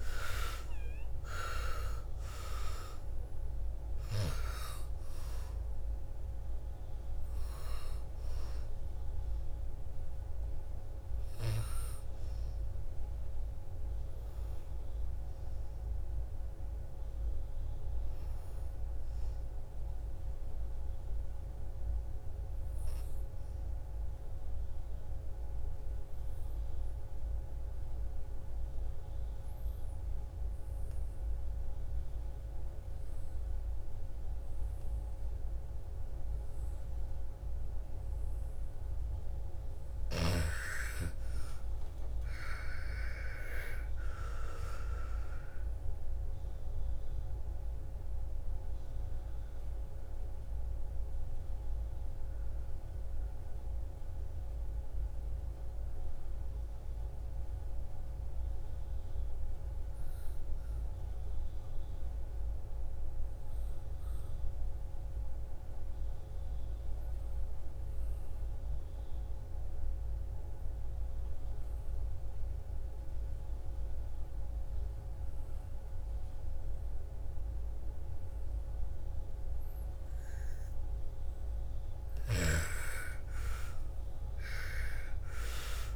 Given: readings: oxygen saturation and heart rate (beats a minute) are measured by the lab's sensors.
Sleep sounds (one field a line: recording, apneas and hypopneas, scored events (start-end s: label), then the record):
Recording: breathing in sleep by a room microphone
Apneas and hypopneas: 2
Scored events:
0.00-2.00 s: arousal
0.00-17.50 s: oxygen desaturation (device-marked, oxygen 79% lowest, heart rate 55 extreme)
19.50-38.50 s: obstructive apnea (oxygen 99% before, 82% lowest, heart rate 68 before, 55 extreme, up 15 after)
38.50-66.50 s: oxygen desaturation (device-marked, oxygen 98% before, 84% lowest, heart rate 60 before, 55 extreme)
41.00-45.00 s: arousal
62.00-81.50 s: obstructive apnea (oxygen 98% before, 82% lowest, heart rate 64 before, 55 extreme, up 14 after)
79.50-85.95 s: oxygen desaturation (device-marked, oxygen 99% before, 82% lowest, heart rate 57 before, 58 extreme)
83.50-85.95 s: arousal
From the record:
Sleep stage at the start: N2 (light sleep)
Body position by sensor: on the back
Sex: female